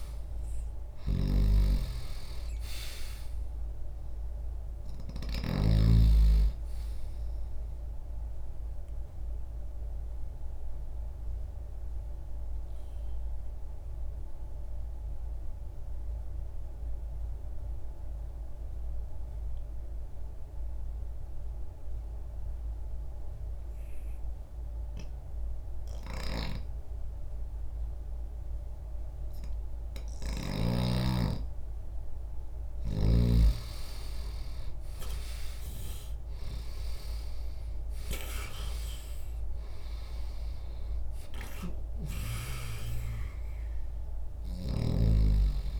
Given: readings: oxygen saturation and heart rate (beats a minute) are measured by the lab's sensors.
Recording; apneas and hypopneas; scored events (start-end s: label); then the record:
breathing in sleep by a room microphone; 1
0.00-1.00 s: arousal
4.00-13.00 s: oxygen desaturation (device-marked, oxygen 96% before, 91% lowest, heart rate 60 before, 60 extreme)
9.00-30.50 s: obstructive apnea (oxygen 96% before, 86% lowest, heart rate 60 before, 60 extreme, up 0 after)
15.00-30.00 s: oxygen desaturation (device-marked, oxygen 92% before, 86% lowest, heart rate 60 before, 60 extreme)
33.00-37.50 s: arousal
From the record:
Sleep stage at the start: N2 (light sleep); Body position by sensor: on the left side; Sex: male